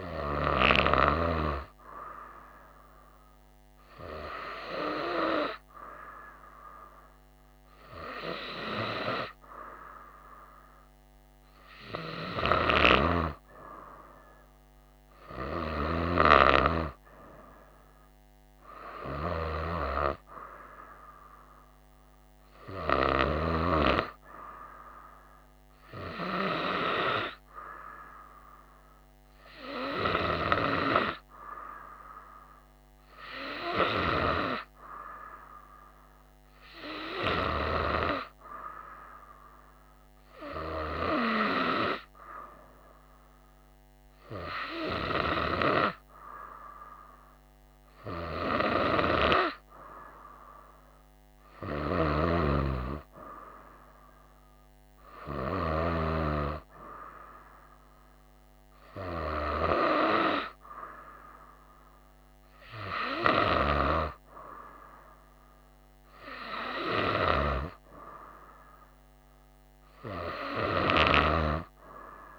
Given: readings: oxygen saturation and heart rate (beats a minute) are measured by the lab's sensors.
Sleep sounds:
breathing in sleep by a microphone on the trachea; none
none scored
From the record:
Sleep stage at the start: N2 (light sleep); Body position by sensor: on the right side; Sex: female

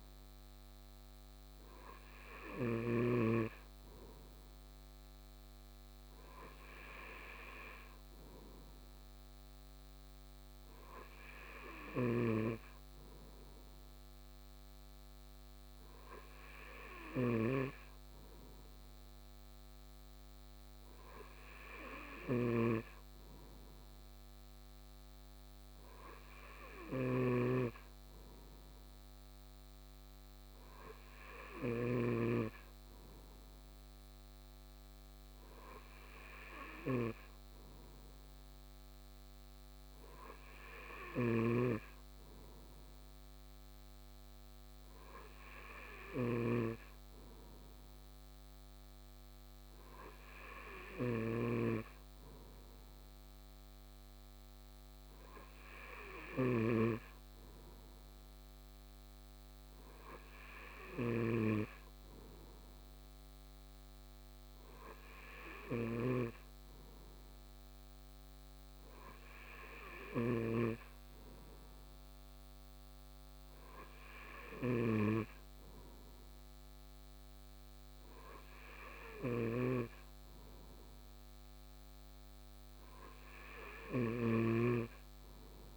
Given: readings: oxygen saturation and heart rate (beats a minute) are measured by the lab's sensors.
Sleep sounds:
breathing in sleep by a microphone on the trachea; none
none scored
From the record:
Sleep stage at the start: N2 (light sleep); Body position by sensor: on the right side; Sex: male

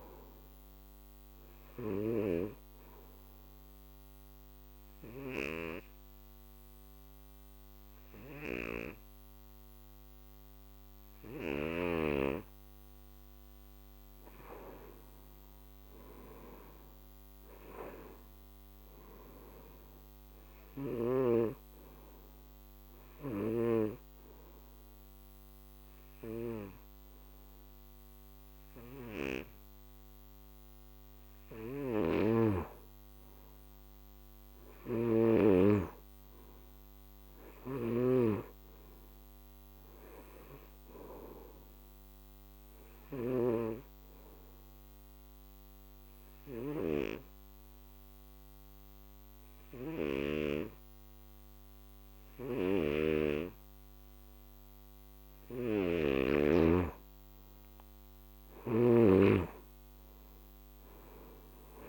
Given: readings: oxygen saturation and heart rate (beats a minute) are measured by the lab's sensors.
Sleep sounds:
breathing in sleep by a microphone on the trachea; 3
0.00-11.50 s: snoring (device-marked)
0.00-15.00 s: oxygen desaturation (device-marked, oxygen 86% lowest, heart rate 48 extreme)
0.50-13.50 s: obstructive apnea (oxygen 97% before, 86% lowest, heart rate 58 before, 48 extreme, up 15 after)
15.00-18.00 s: arousal
22.00-32.50 s: obstructive apnea (oxygen 97% before, 87% lowest, heart rate 59 before, 48 extreme, up 14 after)
23.00-59.00 s: snoring (device-marked)
24.00-38.00 s: oxygen desaturation (device-marked, oxygen 97% before, 88% lowest, heart rate 60 before, 52 extreme)
34.00-38.00 s: arousal
42.50-57.50 s: obstructive apnea (oxygen 98% before, 85% lowest, heart rate 57 before, 47 extreme, up 19 after)
45.00-54.00 s: oxygen desaturation (device-marked, oxygen 98% before, 94% lowest, heart rate 56 before, 47 extreme)
60.50-61.89 s: arousal
From the record:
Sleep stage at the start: N2 (light sleep); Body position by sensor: on the back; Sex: male

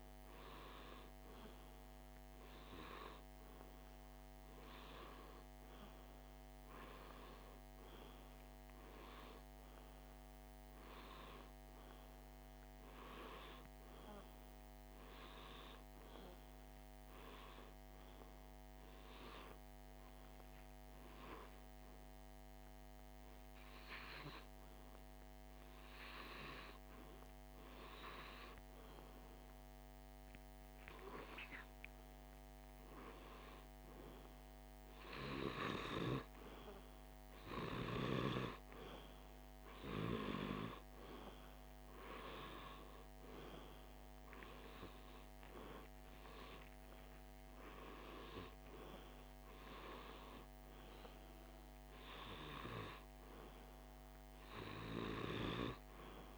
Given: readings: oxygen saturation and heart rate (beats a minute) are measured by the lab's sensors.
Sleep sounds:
breathing in sleep by a microphone on the trachea; 1
20.00-33.50 s: hypopnea (oxygen 98% before, 95% lowest, heart rate 49 before, 49 extreme, up 1 after)
35.50-39.50 s: arousal
From the record:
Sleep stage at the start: REM sleep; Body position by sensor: on the left side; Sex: male

